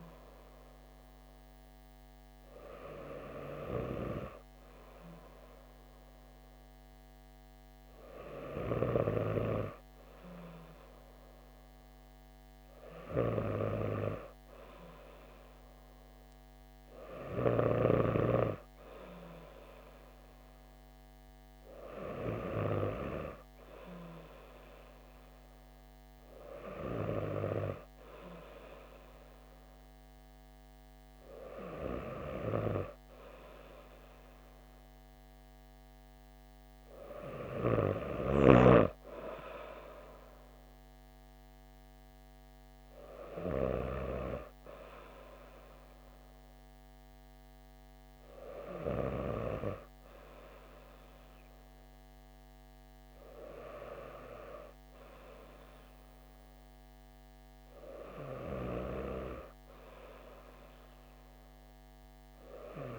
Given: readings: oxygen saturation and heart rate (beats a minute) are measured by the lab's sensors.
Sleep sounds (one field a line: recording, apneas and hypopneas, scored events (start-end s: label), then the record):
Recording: breathing in sleep by a microphone on the trachea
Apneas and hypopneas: none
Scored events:
none scored
From the record:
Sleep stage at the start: N2 (light sleep)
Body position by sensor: on the back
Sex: female